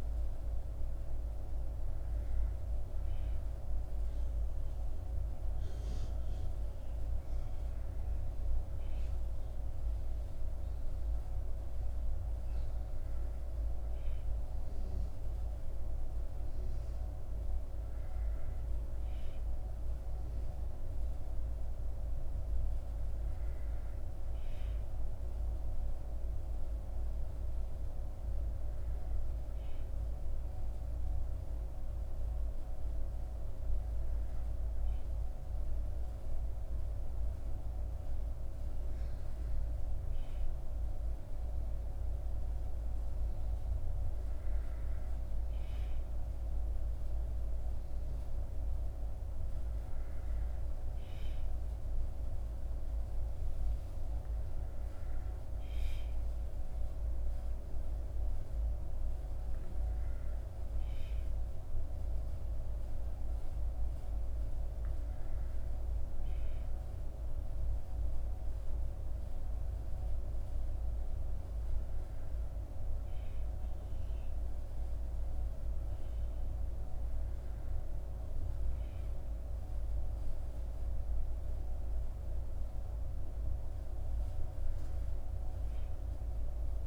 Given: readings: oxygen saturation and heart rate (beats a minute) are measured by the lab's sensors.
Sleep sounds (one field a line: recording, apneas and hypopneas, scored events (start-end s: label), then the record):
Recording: breathing in sleep, hard to hear, by a room microphone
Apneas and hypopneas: none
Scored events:
none scored
From the record:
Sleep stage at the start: N1 (lightest sleep)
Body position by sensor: on the back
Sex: male